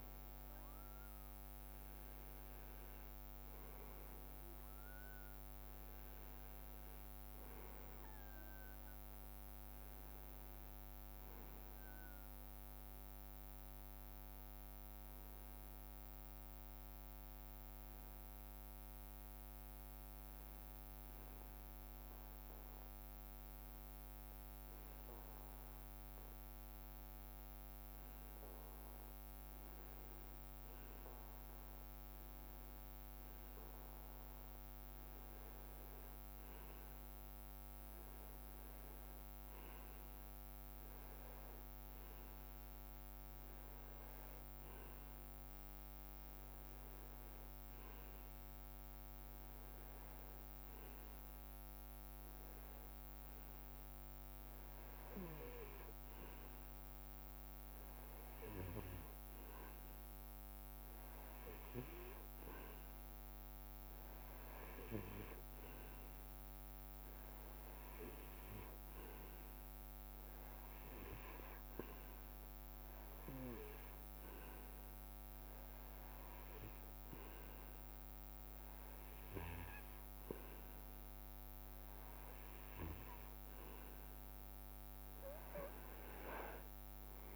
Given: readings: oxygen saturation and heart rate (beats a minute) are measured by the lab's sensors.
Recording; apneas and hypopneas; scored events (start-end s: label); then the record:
breathing in sleep by a microphone on the trachea; 1
13.00-82.50 s: hypopnea (oxygen 98% before, 94% lowest, heart rate 70 before, 63 extreme, up 7 after)
32.50-33.50 s: oxygen desaturation (device-marked, oxygen 98% before, 97% lowest, heart rate 67 before, 65 extreme)
85.50-87.35 s: arousal
From the record:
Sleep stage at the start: REM sleep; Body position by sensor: on the right side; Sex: male